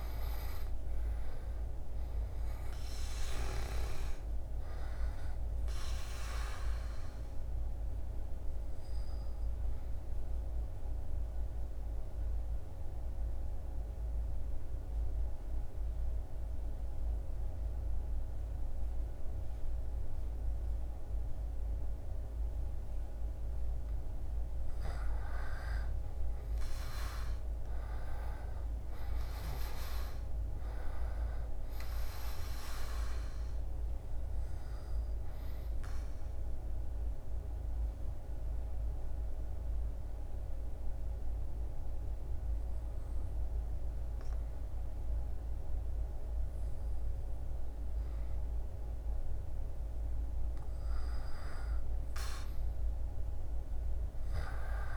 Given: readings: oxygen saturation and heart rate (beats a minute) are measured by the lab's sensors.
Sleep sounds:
breathing in sleep by a room microphone; 2
6.50-23.00 s: obstructive apnea (oxygen 98% before, 94% lowest, heart rate 74 before, 70 extreme, up 9 after)
25.50-29.50 s: arousal
34.50-47.50 s: obstructive apnea (oxygen 98% before, 94% lowest, heart rate 75 before, 69 extreme, up 6 after)
52.00-54.97 s: arousal
From the record:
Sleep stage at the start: REM sleep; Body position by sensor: on the back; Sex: male

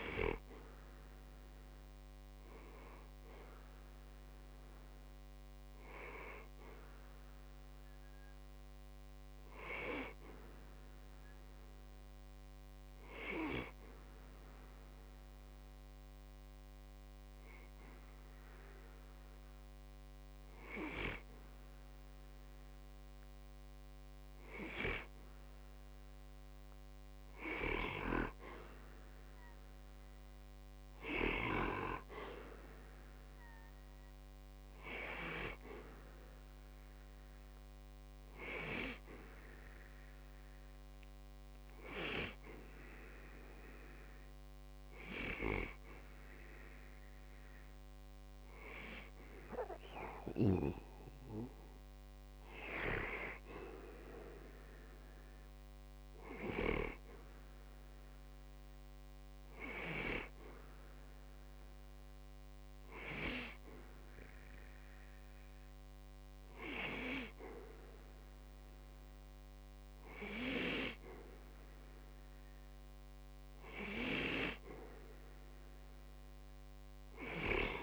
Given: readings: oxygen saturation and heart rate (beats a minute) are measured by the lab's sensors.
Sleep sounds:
breathing in sleep by a microphone on the trachea; 2
0.50-10.50 s: oxygen desaturation (device-marked, oxygen 93% before, 90% lowest, heart rate 62 before, 60 extreme)
14.00-24.00 s: hypopnea (oxygen 95% before, 92% lowest, heart rate 65 before, 60 extreme, up 0 after)
27.00-30.00 s: arousal
29.50-48.50 s: oxygen desaturation (device-marked, oxygen 95% before, 92% lowest, heart rate 62 before, 60 extreme)
41.50-52.50 s: hypopnea (oxygen 95% before, 92% lowest, heart rate 60 before, 60 extreme, up 7 after)
55.50-59.00 s: arousal
From the record:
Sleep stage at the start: N2 (light sleep); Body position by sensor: on the back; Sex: male

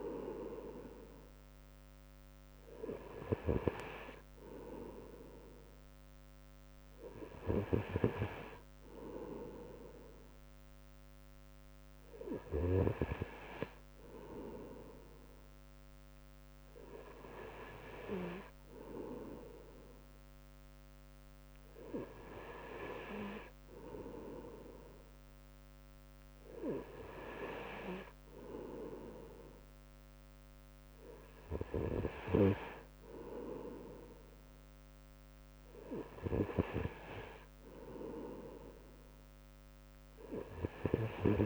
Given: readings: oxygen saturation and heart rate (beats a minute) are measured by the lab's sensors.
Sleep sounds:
breathing in sleep by a microphone on the trachea; none
none scored
From the record:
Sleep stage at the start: N3 (deep sleep); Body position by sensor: on the right side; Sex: male

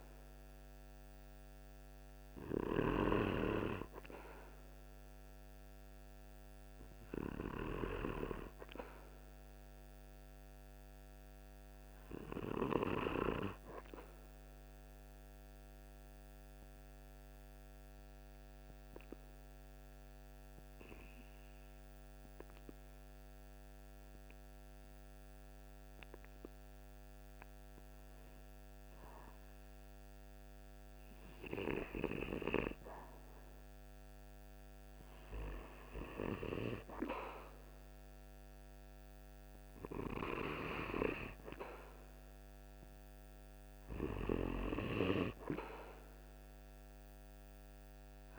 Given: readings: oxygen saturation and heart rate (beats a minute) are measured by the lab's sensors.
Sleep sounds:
breathing in sleep by a microphone on the trachea; 1
13.50-26.00 s: obstructive apnea (oxygen 96% before, 93% lowest, heart rate 51 before, 47 extreme, up 2 after)
28.00-32.00 s: arousal
From the record:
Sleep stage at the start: REM sleep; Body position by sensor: on the right side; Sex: male

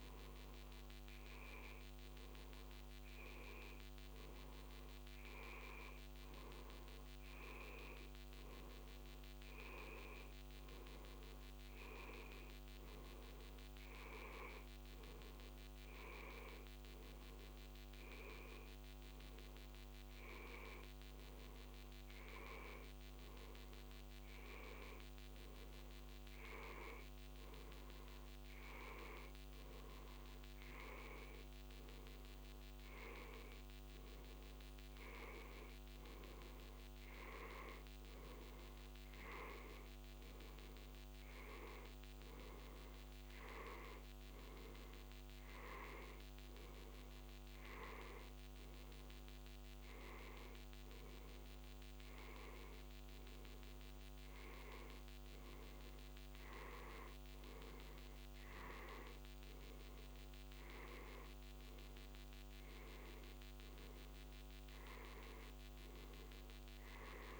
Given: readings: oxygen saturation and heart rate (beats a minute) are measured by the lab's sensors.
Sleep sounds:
breathing in sleep by a microphone on the trachea; none
1.50-67.40 s: new sleep stage, N2 (light sleep)
From the record:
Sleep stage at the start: N1 (lightest sleep); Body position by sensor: on the back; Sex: male

